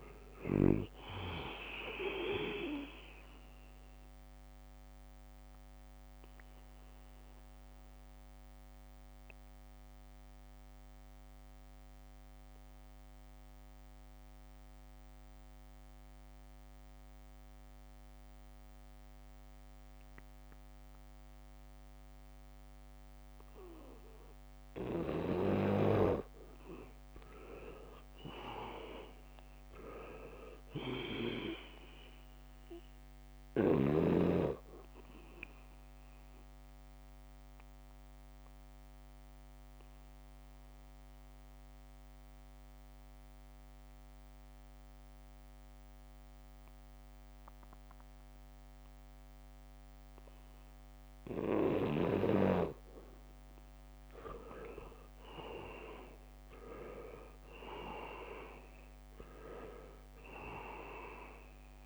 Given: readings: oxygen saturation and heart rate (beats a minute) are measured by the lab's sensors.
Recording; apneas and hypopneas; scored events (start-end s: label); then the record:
breathing in sleep by a microphone on the trachea; 2
0.00-23.50 s: oxygen desaturation (device-marked, oxygen 83% lowest, heart rate 75 extreme)
5.50-25.00 s: obstructive apnea (oxygen 98% before, 83% lowest, heart rate 78 before, 75 extreme, up 1 after)
21.00-29.50 s: leg movement (device-marked)
25.50-48.50 s: oxygen desaturation (device-marked, oxygen 98% before, 83% lowest, heart rate 76 before, 75 extreme)
27.00-31.50 s: arousal
31.00-32.50 s: leg movement (device-marked)
37.50-53.50 s: obstructive apnea (oxygen 98% before, 83% lowest, heart rate 77 before, 75 extreme)
55.00-59.00 s: arousal
57.50-61.86 s: oxygen desaturation (device-marked, oxygen 98% before, 83% lowest, heart rate 79 before, 74 extreme)
From the record:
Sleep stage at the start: N2 (light sleep); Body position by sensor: on the back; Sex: male